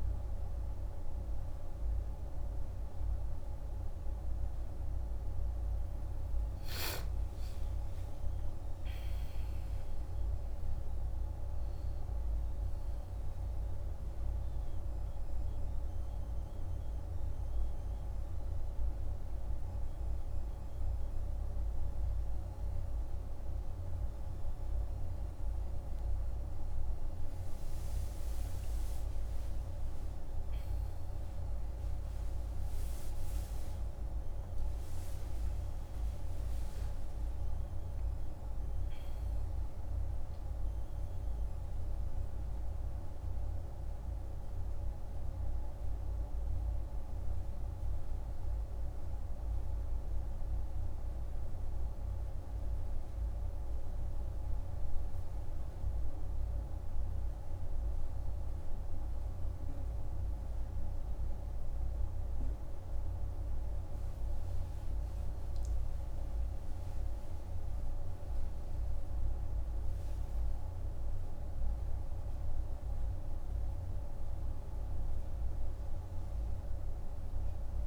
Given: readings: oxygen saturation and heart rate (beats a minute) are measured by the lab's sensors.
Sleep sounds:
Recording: breathing in sleep, hard to hear, by a room microphone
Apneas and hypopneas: none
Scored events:
6.50-11.50 s: arousal
From the record:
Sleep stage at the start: N1 (lightest sleep)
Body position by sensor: on the back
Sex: male

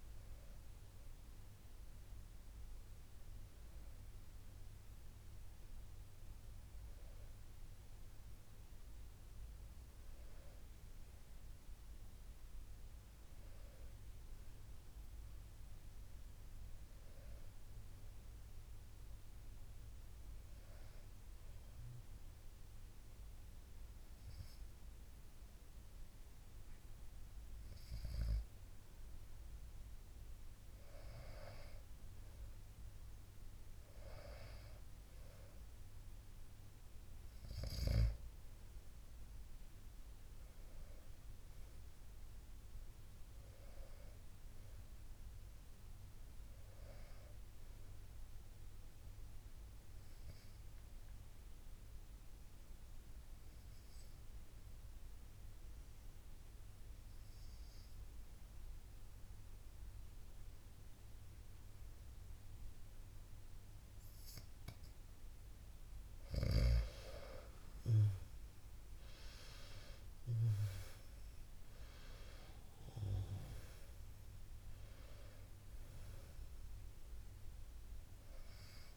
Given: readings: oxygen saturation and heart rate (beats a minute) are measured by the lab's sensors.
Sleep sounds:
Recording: breathing in sleep by a room microphone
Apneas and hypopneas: 2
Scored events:
0.00-6.50 s: oxygen desaturation (device-marked, oxygen 92% lowest, heart rate 53 extreme)
11.00-14.50 s: arousal
20.50-31.50 s: hypopnea (oxygen 98% before, 91% lowest, heart rate 59 before, 54 extreme, up 10 after)
38.50-42.50 s: arousal
54.50-67.00 s: obstructive apnea (oxygen 97% before, 91% lowest, heart rate 61 before, 50 extreme, up 12 after)
68.50-78.97 s: oxygen desaturation (device-marked, oxygen 96% before, 91% lowest, heart rate 59 before, 50 extreme)
69.00-73.00 s: arousal
From the record:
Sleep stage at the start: N2 (light sleep)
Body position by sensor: on the back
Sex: female

